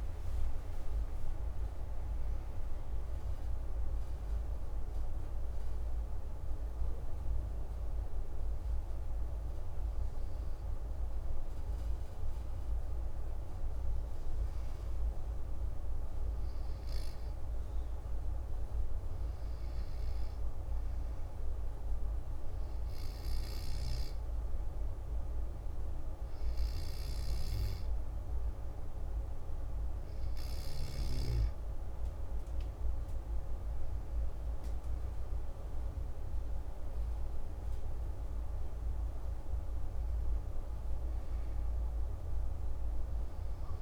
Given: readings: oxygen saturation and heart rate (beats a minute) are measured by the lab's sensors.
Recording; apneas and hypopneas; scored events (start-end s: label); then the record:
a person partly awake in a sleep study, hard to hear, by a room microphone; 1
1.50-43.82 s: new sleep stage, N2 (light sleep)
14.50-28.00 s: hypopnea (oxygen 97% before, 94% lowest, heart rate 169 before, 150 extreme, up 57 after)
23.50-34.50 s: oxygen desaturation (device-marked, oxygen 98% before, 95% lowest, heart rate 173 before, 155 extreme)
32.00-37.50 s: arousal
From the record:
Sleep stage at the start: awake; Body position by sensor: on the back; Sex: male